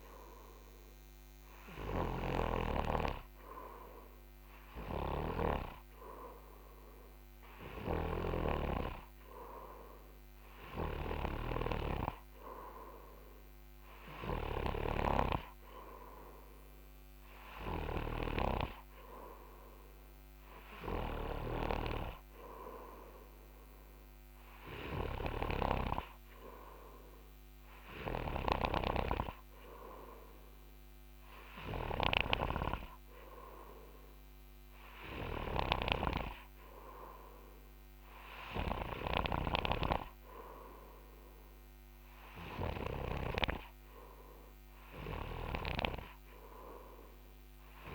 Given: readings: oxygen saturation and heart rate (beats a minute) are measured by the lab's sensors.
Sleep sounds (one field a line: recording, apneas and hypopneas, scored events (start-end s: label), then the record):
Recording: breathing in sleep by a microphone on the trachea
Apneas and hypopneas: none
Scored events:
0.00-44.00 s: snoring (device-marked)
46.00-47.95 s: snoring (device-marked)
From the record:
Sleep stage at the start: N2 (light sleep)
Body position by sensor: on the front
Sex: male